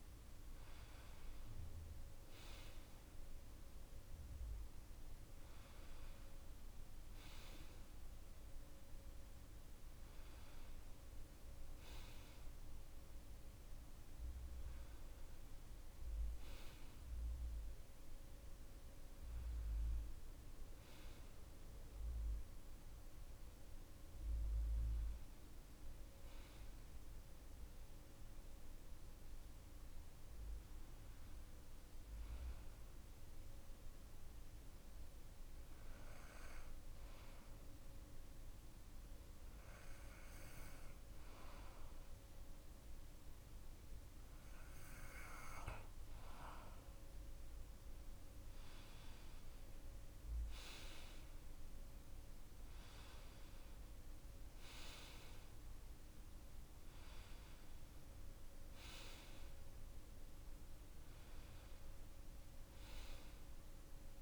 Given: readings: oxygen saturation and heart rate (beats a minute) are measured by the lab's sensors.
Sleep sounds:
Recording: breathing in sleep by a room microphone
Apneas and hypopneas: none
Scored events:
none scored
From the record:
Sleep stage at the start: N2 (light sleep)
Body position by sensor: on the back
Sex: male

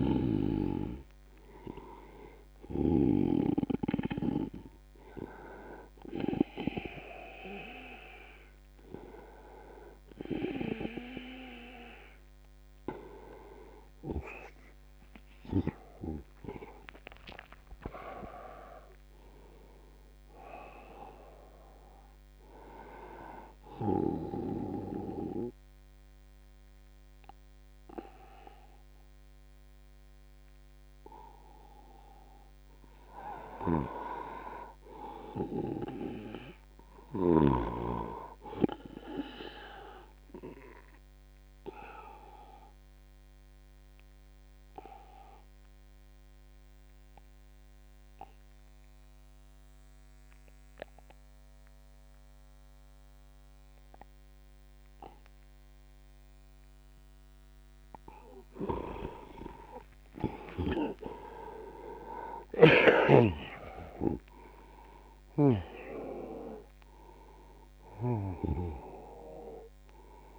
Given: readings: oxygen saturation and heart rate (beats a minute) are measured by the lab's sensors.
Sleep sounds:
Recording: breathing in sleep by a microphone on the trachea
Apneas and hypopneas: 1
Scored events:
15.00-19.50 s: arousal
16.50-19.50 s: tachycardia (device-marked, heart rate 86 before, 99 extreme)
39.50-51.50 s: oxygen desaturation (device-marked, oxygen 97% before, 93% lowest, heart rate 86 before, 79 extreme)
40.00-58.50 s: obstructive apnea (oxygen 97% before, 84% lowest, heart rate 86 before, 79 extreme, up 4 after)
59.50-64.50 s: arousal
59.50-70.38 s: oxygen desaturation (device-marked, oxygen 96% before, 84% lowest, heart rate 83 before, 78 extreme)
From the record:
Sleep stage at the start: N2 (light sleep)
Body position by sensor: on the back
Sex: male

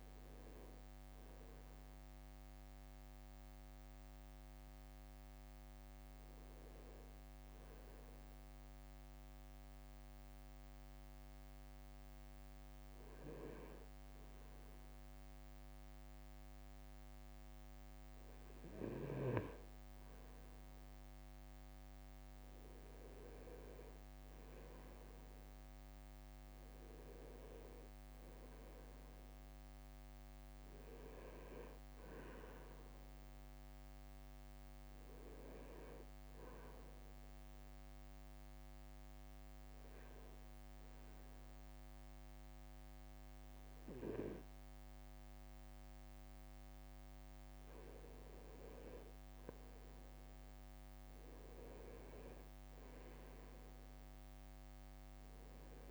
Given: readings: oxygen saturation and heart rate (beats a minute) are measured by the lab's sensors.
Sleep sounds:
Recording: breathing in sleep by a microphone on the trachea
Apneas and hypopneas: 2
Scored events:
0.00-7.00 s: drop in pulse transit time (device-marked, heart rate 55 extreme)
8.00-19.00 s: hypopnea (oxygen 97% before, 96% lowest, heart rate 57 before, 54 extreme, up 5 after)
20.50-24.00 s: leg movement (device-marked)
22.50-26.50 s: arousal
37.50-48.50 s: obstructive apnea (oxygen 99% before, 96% lowest, heart rate 57 before, 54 extreme, up 4 after)
50.00-54.00 s: arousal
50.50-53.00 s: leg movement (device-marked)
From the record:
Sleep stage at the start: N2 (light sleep)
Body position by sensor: on the right side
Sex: male

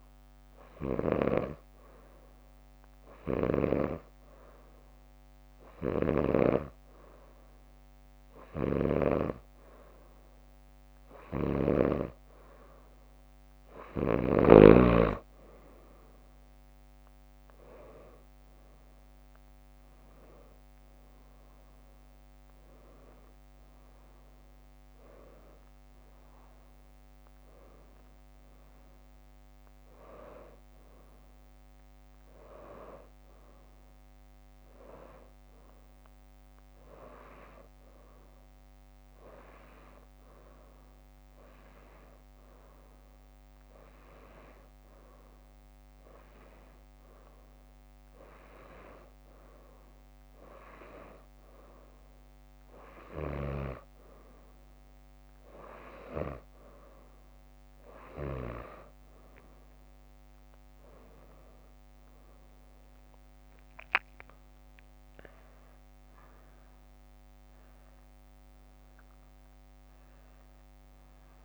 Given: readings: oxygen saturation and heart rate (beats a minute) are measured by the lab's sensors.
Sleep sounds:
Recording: breathing in sleep by a microphone on the trachea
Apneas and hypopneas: 1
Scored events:
0.50-2.00 s: leg movement (device-marked)
1.50-71.45 s: new sleep stage, N2 (light sleep)
11.00-12.50 s: leg movement (device-marked)
11.50-15.00 s: snoring (device-marked)
18.50-23.00 s: arousal
36.50-48.50 s: hypopnea (oxygen 89% before, 89% lowest, heart rate 73 before, 64 extreme, up 2 after)
50.00-53.00 s: arousal
From the record:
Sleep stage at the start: N3 (deep sleep)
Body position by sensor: on the back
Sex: female

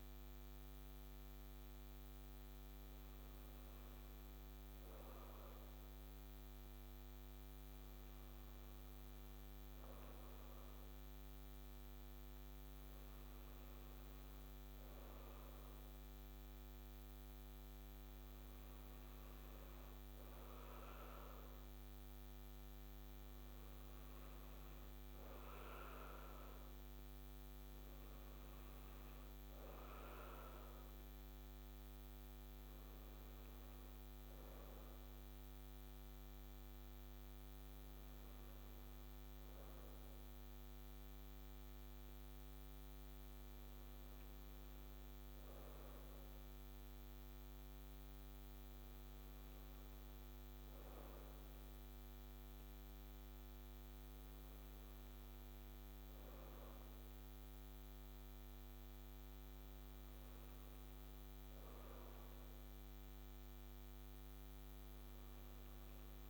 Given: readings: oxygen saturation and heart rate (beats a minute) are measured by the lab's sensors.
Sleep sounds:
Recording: breathing in sleep, hard to hear, by a microphone on the trachea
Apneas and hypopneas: none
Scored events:
none scored
From the record:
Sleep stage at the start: N3 (deep sleep)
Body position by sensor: on the right side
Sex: female

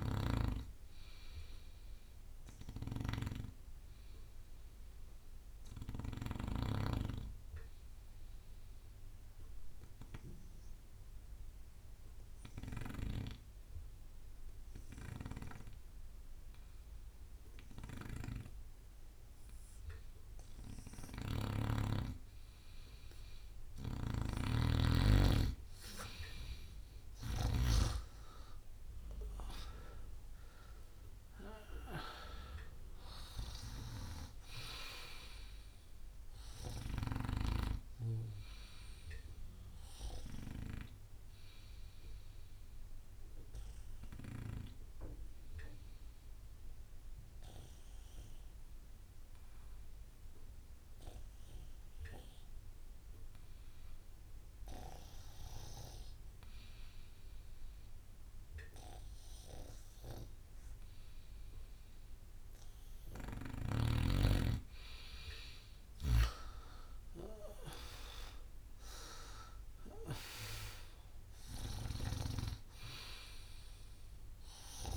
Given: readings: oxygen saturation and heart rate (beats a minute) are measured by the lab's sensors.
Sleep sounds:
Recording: breathing in sleep by a room microphone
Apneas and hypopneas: 2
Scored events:
0.00-15.50 s: oxygen desaturation (device-marked, oxygen 92% lowest)
3.00-21.00 s: obstructive apnea (oxygen 99% before, 92% lowest)
21.50-25.00 s: snoring (device-marked)
27.00-31.00 s: arousal
27.50-51.50 s: oxygen desaturation (device-marked, oxygen 99% before, 94% lowest)
41.50-62.00 s: obstructive apnea (oxygen 99% before, 93% lowest)
65.00-69.00 s: arousal
66.50-74.97 s: oxygen desaturation (device-marked, oxygen 98% before, 94% lowest)
From the record:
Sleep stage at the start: N2 (light sleep)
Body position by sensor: on the right side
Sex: male

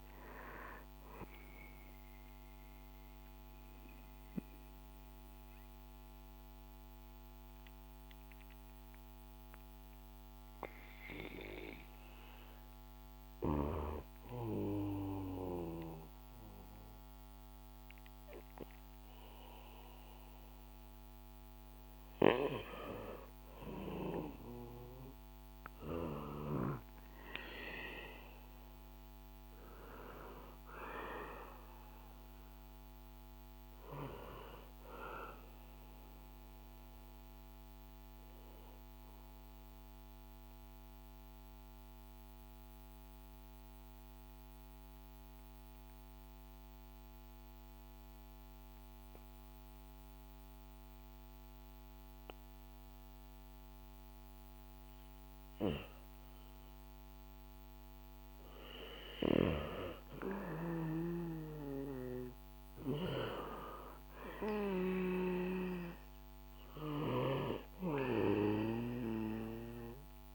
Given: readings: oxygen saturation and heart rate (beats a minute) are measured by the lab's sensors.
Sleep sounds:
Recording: breathing in sleep by a microphone on the trachea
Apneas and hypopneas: 2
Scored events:
1.50-11.50 s: mixed apnea (oxygen 91% before, 81% lowest, heart rate 84 before, 62 extreme, up 5 after)
2.00-15.00 s: oxygen desaturation (device-marked, oxygen 87% before, 81% lowest, heart rate 84 before, 62 extreme)
13.00-18.50 s: arousal
36.50-59.00 s: mixed apnea (oxygen 99% before, 93% lowest, heart rate 65 before, 62 extreme, up 4 after)
61.00-70.35 s: oxygen desaturation (device-marked, oxygen 98% before, 93% lowest, heart rate 64 before, 62 extreme)
61.50-65.50 s: arousal
From the record:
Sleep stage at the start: N2 (light sleep)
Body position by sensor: on the back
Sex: male

